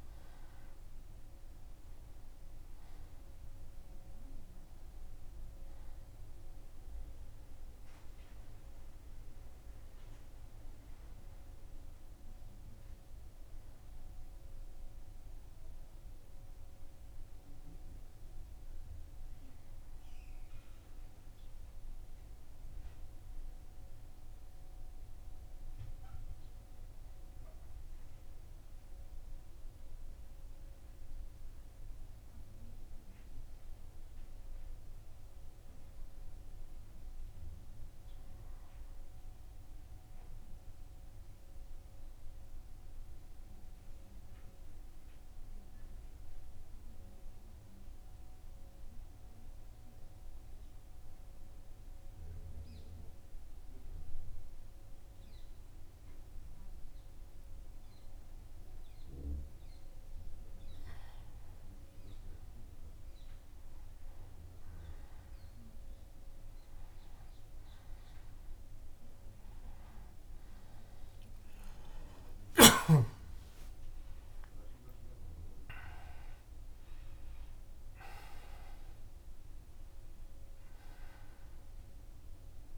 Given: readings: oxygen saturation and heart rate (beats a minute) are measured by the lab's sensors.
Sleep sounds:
breathing in sleep, hard to hear, by a room microphone; 1
20.50-25.00 s: arousal
22.50-46.50 s: oxygen desaturation (device-marked, oxygen 96% before, 88% lowest, heart rate 80 before, 75 extreme)
31.00-59.50 s: mixed apnea (oxygen 96% before, 88% lowest, heart rate 80 before, 75 extreme, up 3 after)
69.50-75.00 s: arousal
From the record:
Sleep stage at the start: N1 (lightest sleep); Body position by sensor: on the back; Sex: male

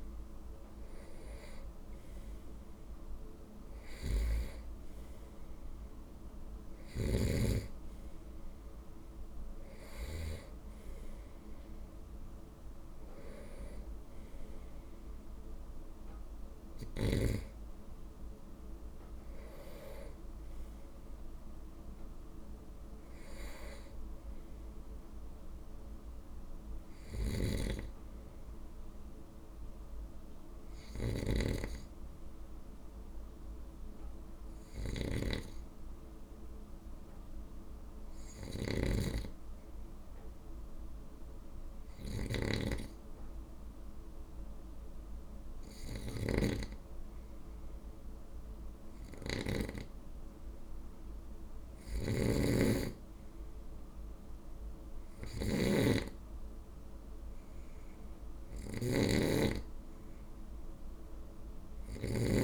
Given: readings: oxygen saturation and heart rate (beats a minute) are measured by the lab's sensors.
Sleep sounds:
breathing in sleep by a room microphone; 1
0.00-1.00 s: arousal
3.50-10.00 s: snoring (device-marked)
26.50-62.44 s: snoring (device-marked)
31.50-49.00 s: hypopnea (oxygen 97% before, 95% lowest, heart rate 54 before, 52 extreme, up 3 after)
51.00-54.00 s: arousal
From the record:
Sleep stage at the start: N2 (light sleep); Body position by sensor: on the right side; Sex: male

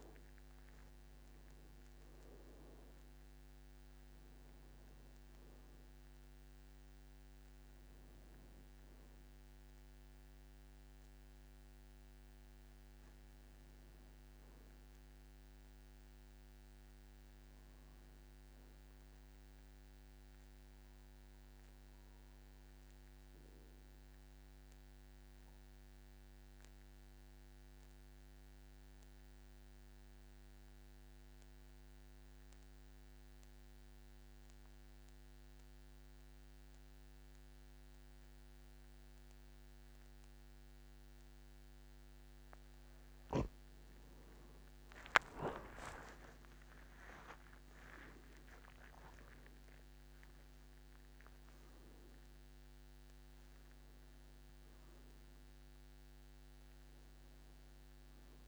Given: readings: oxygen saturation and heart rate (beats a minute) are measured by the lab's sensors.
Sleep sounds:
breathing in sleep, hard to hear, by a microphone on the trachea; 1
0.00-22.50 s: oxygen desaturation (device-marked, oxygen 89% lowest, heart rate 48 extreme)
20.00-42.00 s: mixed apnea (oxygen 96% before, 91% lowest, heart rate 58 before, 48 extreme, up 34 after)
43.50-58.48 s: oxygen desaturation (device-marked, oxygen 99% before, 91% lowest, heart rate 52 before, 49 extreme)
44.00-48.50 s: arousal
46.00-48.00 s: long interval between heartbeats (device-marked, heart rate 53 before, 79 extreme)
From the record:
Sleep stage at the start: N2 (light sleep); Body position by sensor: on the back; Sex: male

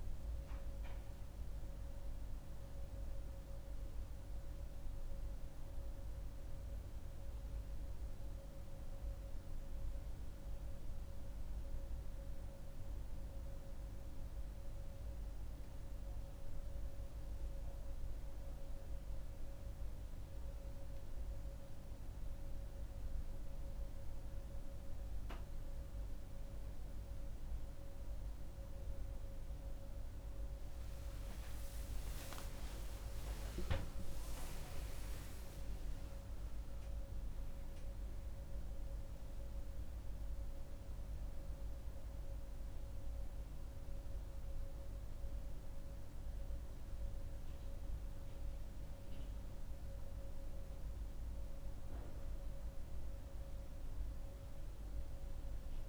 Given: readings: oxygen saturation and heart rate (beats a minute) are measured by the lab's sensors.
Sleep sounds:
a person awake in a sleep study, hard to hear, by a room microphone; 1
4.00-26.00 s: mixed apnea
21.50-50.50 s: oxygen desaturation (device-marked, oxygen 98% before, 92% lowest)
24.50-55.89 s: new sleep stage, awake
From the record:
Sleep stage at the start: N2 (light sleep); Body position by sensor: on the back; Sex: female

